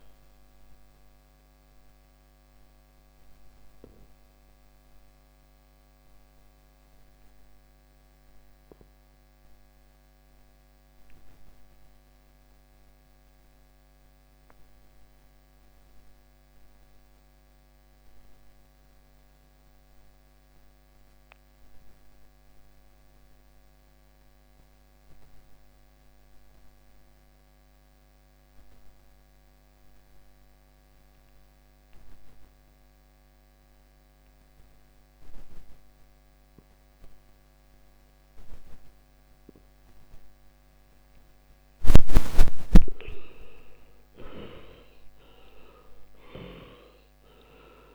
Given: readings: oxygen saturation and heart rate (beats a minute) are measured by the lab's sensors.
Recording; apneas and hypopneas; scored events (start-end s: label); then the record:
breathing in sleep by a microphone on the trachea; 1
0.00-20.50 s: oxygen desaturation (device-marked, oxygen 75% lowest, heart rate 51 extreme)
2.00-42.50 s: obstructive apnea (oxygen 95% before, 74% lowest, heart rate 67 before, 51 extreme, up 24 after)
42.50-47.95 s: oxygen desaturation (device-marked, oxygen 97% before, 74% lowest, heart rate 53 before, 49 extreme)
44.00-47.95 s: arousal
From the record:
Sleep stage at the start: N2 (light sleep); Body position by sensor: on the back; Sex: male